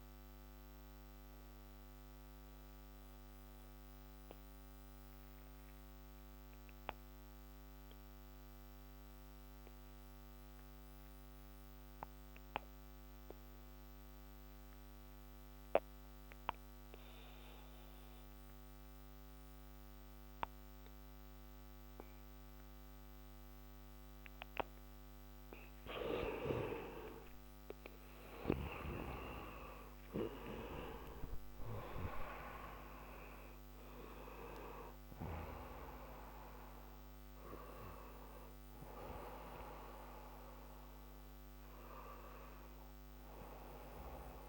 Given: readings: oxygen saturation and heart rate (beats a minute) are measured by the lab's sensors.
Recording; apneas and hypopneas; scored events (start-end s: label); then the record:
breathing in sleep by a microphone on the trachea; 1
0.00-20.50 s: oxygen desaturation (device-marked, oxygen 66% lowest)
0.50-26.00 s: mixed apnea (oxygen 92% before, 66% lowest)
27.50-32.50 s: arousal
41.50-44.49 s: oxygen desaturation (device-marked, oxygen 96% before, 88% lowest)
From the record:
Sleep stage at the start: REM sleep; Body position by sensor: on the back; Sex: male